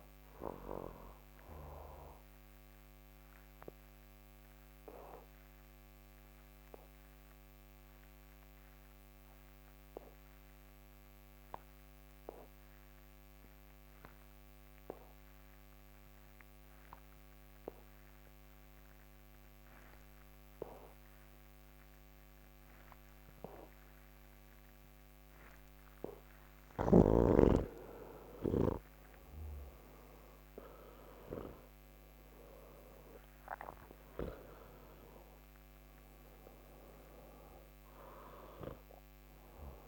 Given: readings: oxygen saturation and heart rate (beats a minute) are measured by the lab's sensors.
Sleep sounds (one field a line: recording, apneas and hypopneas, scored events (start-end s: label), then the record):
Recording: breathing in sleep by a microphone on the trachea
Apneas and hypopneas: 1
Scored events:
0.00-3.50 s: oxygen desaturation (device-marked, oxygen 86% lowest, heart rate 76 extreme)
3.50-27.00 s: obstructive apnea (oxygen 96% before, 84% lowest, heart rate 150 before, 98 extreme)
20.50-39.88 s: oxygen desaturation (device-marked, oxygen 97% before, 84% lowest)
From the record:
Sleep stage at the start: N2 (light sleep)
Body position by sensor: on the back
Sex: male